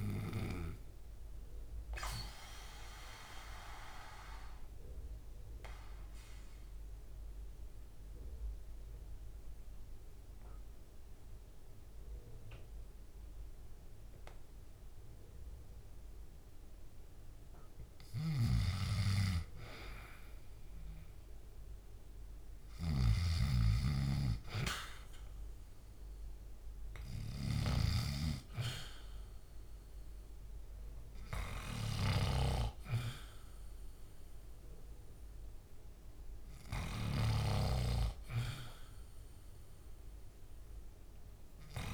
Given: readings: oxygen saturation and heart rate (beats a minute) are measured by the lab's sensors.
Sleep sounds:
breathing in sleep by a room microphone; 1
1.50-17.50 s: mixed apnea (oxygen 99% before, 89% lowest, heart rate 68 before, 63 extreme, up 2 after)
3.50-19.50 s: oxygen desaturation (device-marked, oxygen 99% before, 89% lowest, heart rate 69 before, 63 extreme)
19.50-22.50 s: arousal
22.50-27.50 s: snoring (device-marked)
28.50-41.93 s: oxygen desaturation (device-marked, oxygen 98% before, 91% lowest, heart rate 65 before, 66 extreme)
37.00-41.93 s: snoring (device-marked)
From the record:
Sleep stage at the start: N2 (light sleep); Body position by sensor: on the back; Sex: male

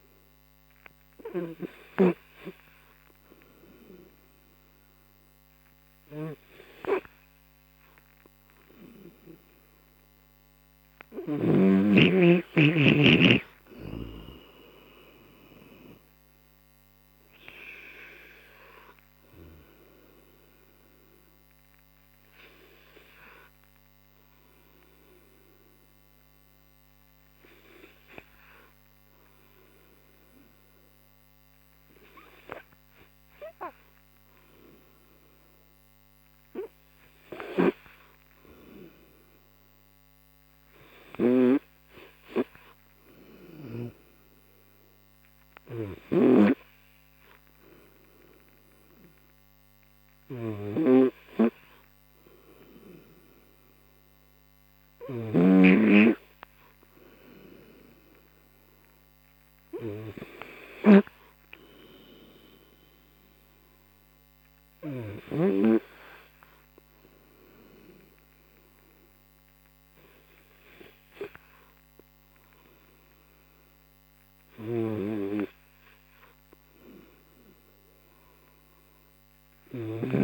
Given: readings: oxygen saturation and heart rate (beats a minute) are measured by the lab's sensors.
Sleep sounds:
breathing in sleep by a microphone on the trachea; 1
19.50-35.50 s: obstructive apnea (oxygen 93% before, 90% lowest, heart rate 87 before, 40 extreme, up 29 after)
37.50-39.50 s: arousal
45.00-49.00 s: oxygen desaturation (device-marked, oxygen 95% before, 91% lowest, heart rate 59 before, 40 extreme)
From the record:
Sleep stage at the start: N3 (deep sleep); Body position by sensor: on the right side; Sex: male

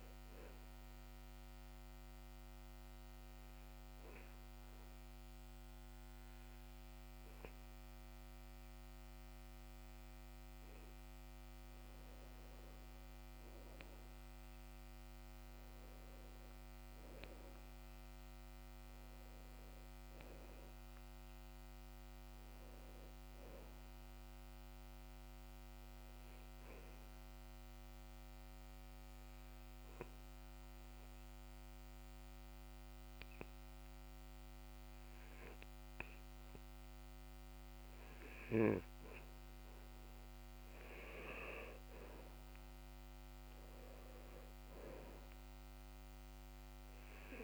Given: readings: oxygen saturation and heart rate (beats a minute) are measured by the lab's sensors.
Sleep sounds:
breathing in sleep, hard to hear, by a microphone on the trachea; 2
0.00-13.50 s: oxygen desaturation (device-marked, oxygen 90% lowest, heart rate 62 extreme)
1.50-12.50 s: obstructive apnea (oxygen 97% before, 90% lowest, heart rate 70 before, 62 extreme, up 7 after)
15.00-20.00 s: arousal
25.50-40.00 s: obstructive apnea (oxygen 96% before, 90% lowest, heart rate 68 before, 62 extreme, up 8 after)
43.50-47.43 s: arousal
From the record:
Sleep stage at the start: N2 (light sleep); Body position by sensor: on the back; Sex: male

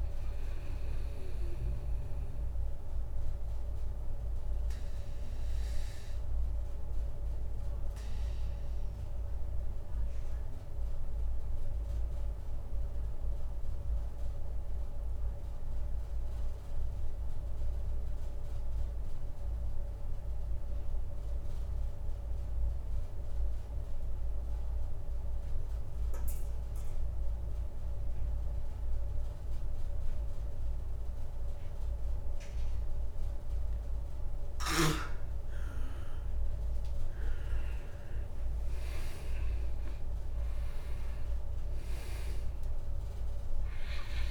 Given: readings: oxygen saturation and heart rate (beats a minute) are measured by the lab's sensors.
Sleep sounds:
breathing in sleep, hard to hear, by a room microphone; 1
0.00-16.50 s: oxygen desaturation (device-marked, oxygen 84% lowest)
2.00-32.00 s: obstructive apnea (oxygen 98% before, 84% lowest, heart rate 40 before, 25 extreme, up 9 after)
35.50-44.31 s: oxygen desaturation (device-marked, oxygen 99% before, 89% lowest, heart rate 52 before, 27 extreme)
37.00-41.00 s: arousal
From the record:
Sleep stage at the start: N2 (light sleep); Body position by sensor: on the back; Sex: male

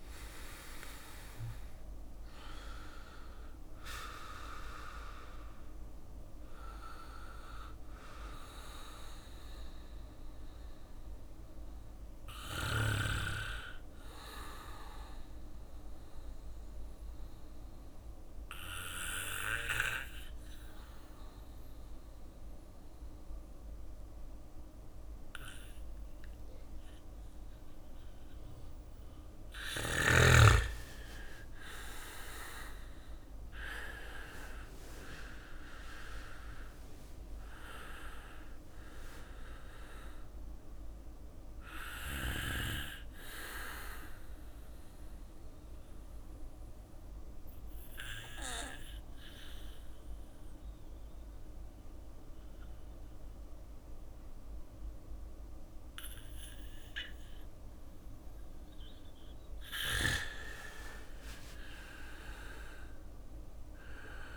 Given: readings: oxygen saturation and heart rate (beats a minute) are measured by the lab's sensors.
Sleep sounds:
breathing in sleep by a room microphone; 2
0.00-8.00 s: drop in pulse transit time (device-marked, heart rate 58 extreme)
0.00-12.00 s: oxygen desaturation (device-marked, oxygen 87% lowest, heart rate 54 extreme)
6.00-29.00 s: bradycardia (device-marked, heart rate 61 before, 54 extreme)
14.50-28.00 s: obstructive apnea (oxygen 99% before, 95% lowest, heart rate 68 before, 54 extreme, up 9 after)
29.50-34.00 s: arousal
32.00-43.00 s: drop in pulse transit time (device-marked, heart rate 55 before, 60 extreme)
37.00-54.00 s: oxygen desaturation (device-marked, oxygen 99% before, 95% lowest, heart rate 57 before, 56 extreme)
40.00-57.00 s: bradycardia (device-marked, heart rate 62 before, 56 extreme)
44.50-58.00 s: obstructive apnea (oxygen 99% before, 95% lowest, heart rate 60 before, 56 extreme, up 3 after)
59.50-63.00 s: arousal
62.00-64.37 s: bradycardia (device-marked, heart rate 61 before, 57 extreme)
From the record:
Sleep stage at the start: N2 (light sleep); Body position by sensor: on the back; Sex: male

